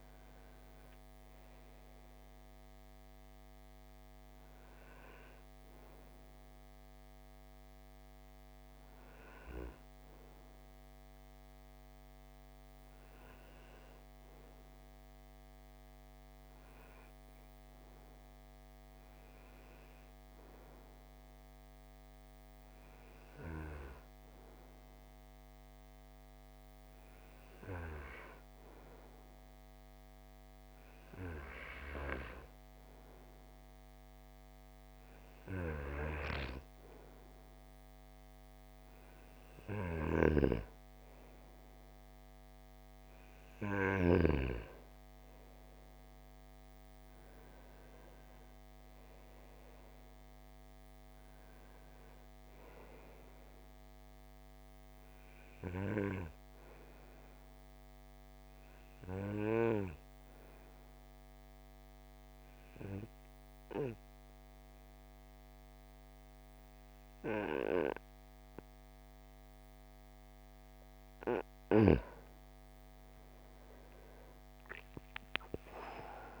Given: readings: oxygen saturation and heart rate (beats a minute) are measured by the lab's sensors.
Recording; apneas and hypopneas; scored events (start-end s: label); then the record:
breathing in sleep by a microphone on the trachea; 2
0.00-14.50 s: oxygen desaturation (device-marked, oxygen 88% lowest, heart rate 51 extreme)
18.00-38.50 s: hypopnea (oxygen 96% before, 89% lowest, heart rate 60 before, 54 extreme, up 5 after)
32.50-59.50 s: oxygen desaturation (device-marked, oxygen 96% before, 91% lowest, heart rate 54 before, 56 extreme)
40.00-44.50 s: snoring (device-marked)
40.50-46.00 s: arousal
57.00-71.50 s: obstructive apnea (oxygen 95% before, 89% lowest, heart rate 60 before, 51 extreme, up 12 after)
73.00-76.40 s: arousal
From the record:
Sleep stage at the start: N2 (light sleep); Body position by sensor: on the right side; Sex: male